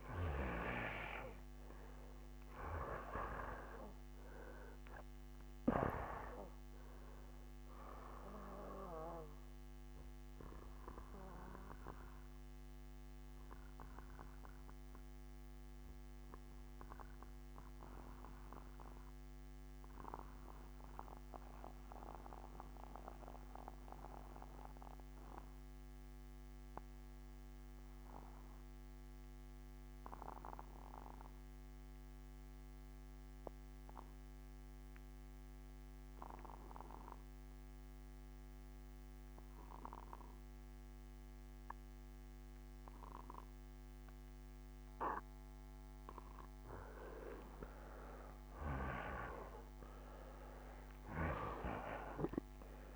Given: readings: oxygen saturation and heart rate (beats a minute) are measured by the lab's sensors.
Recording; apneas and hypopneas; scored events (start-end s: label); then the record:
breathing in sleep by a microphone on the trachea; 1
0.00-16.00 s: oxygen desaturation (device-marked, oxygen 86% lowest, heart rate 59 extreme)
11.50-44.50 s: obstructive apnea (oxygen 95% before, 87% lowest, heart rate 67 before, 59 extreme, up 2 after)
48.50-52.96 s: arousal
From the record:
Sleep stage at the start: N2 (light sleep); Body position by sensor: on the back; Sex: male